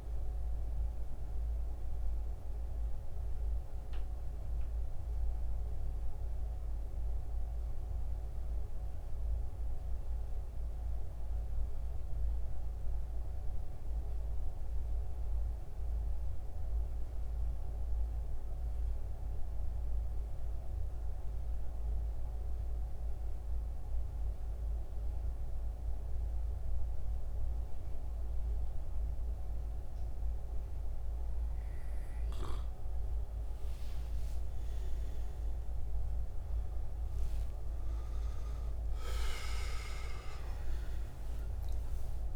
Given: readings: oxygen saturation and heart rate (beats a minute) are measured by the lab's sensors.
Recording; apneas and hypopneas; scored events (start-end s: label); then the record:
breathing in sleep, hard to hear, by a room microphone; 1
0.00-11.50 s: oxygen desaturation (device-marked, oxygen 83% lowest, heart rate 66 extreme)
15.00-32.50 s: mixed apnea (oxygen 97% before, 87% lowest, heart rate 74 before, 66 extreme, up 15 after)
33.50-42.36 s: oxygen desaturation (device-marked, oxygen 96% before, 87% lowest, heart rate 68 before, 64 extreme)
34.50-39.50 s: arousal
From the record:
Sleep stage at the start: N2 (light sleep); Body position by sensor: on the back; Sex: male